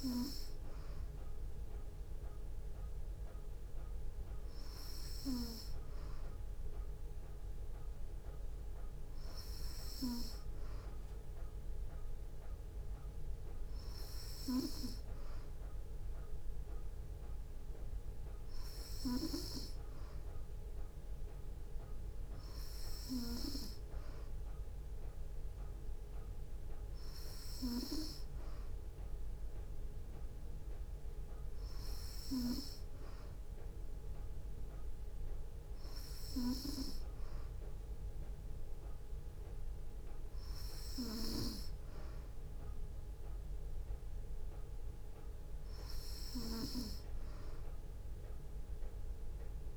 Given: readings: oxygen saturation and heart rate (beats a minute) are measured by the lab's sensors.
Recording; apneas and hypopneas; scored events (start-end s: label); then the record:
breathing in sleep by a room microphone; none
none scored
From the record:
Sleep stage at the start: N3 (deep sleep); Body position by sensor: on the back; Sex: female